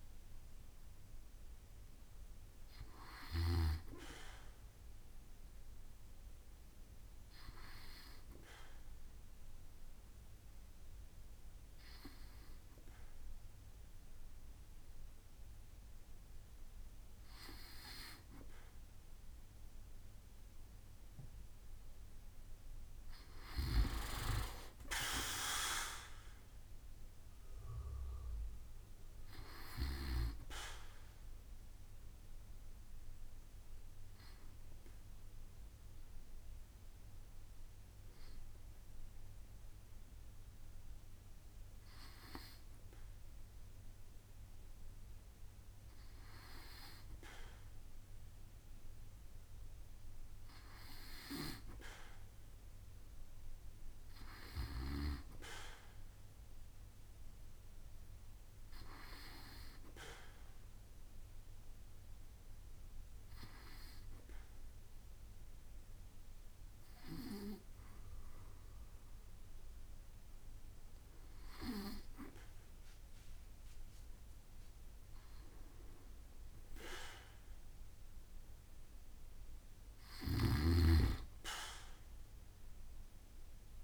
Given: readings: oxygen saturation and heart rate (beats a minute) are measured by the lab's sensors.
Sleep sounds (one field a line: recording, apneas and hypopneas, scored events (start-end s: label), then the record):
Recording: breathing in sleep by a room microphone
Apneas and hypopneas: 3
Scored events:
8.00-20.50 s: hypopnea (oxygen 96% before, 94% lowest, heart rate 70 before, 63 extreme, up 7 after)
23.00-26.50 s: arousal
31.00-42.00 s: obstructive apnea (oxygen 95% before, 94% lowest, heart rate 69 before, 63 extreme, up 6 after)
48.50-52.00 s: arousal
61.50-72.00 s: hypopnea (oxygen 97% before, 93% lowest, heart rate 68 before, 66 extreme, up 6 after)
77.00-80.50 s: arousal
From the record:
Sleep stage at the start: N2 (light sleep)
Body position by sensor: on the back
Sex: male